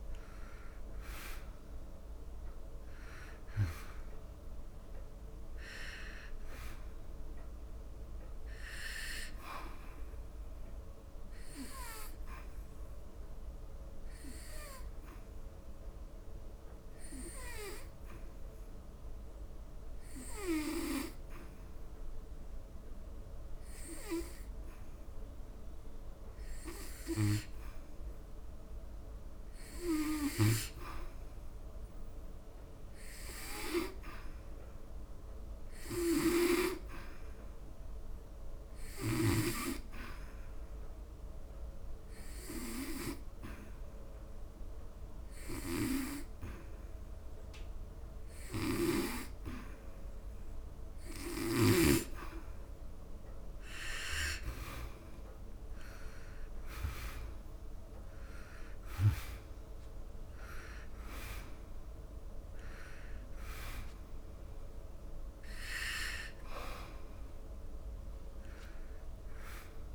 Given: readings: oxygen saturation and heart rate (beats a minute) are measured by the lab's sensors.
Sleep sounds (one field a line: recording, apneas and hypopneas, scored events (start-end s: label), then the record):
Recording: breathing in sleep by a room microphone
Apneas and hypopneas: 1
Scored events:
0.00-14.00 s: oxygen desaturation (device-marked, oxygen 90% lowest, heart rate 70 extreme)
12.00-51.50 s: hypopnea (oxygen 96% before, 90% lowest, heart rate 81 before, 70 extreme, up 11 after)
35.00-58.00 s: oxygen desaturation (device-marked, oxygen 99% before, 91% lowest, heart rate 78 before, 72 extreme)
53.00-57.00 s: arousal
From the record:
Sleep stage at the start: N2 (light sleep)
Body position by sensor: on the back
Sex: male